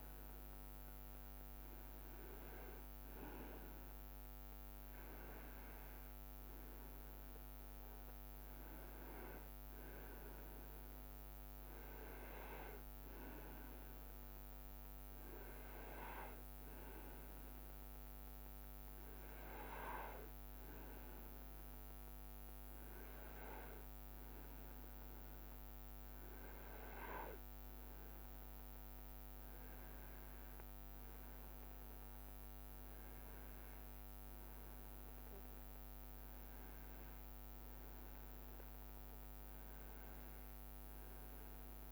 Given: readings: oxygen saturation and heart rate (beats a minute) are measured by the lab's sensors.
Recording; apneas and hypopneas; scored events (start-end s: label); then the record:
breathing in sleep by a microphone on the trachea; none
5.50-7.50 s: leg movement (device-marked)
30.00-35.00 s: arousal
From the record:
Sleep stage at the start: N2 (light sleep); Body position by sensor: on the right side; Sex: male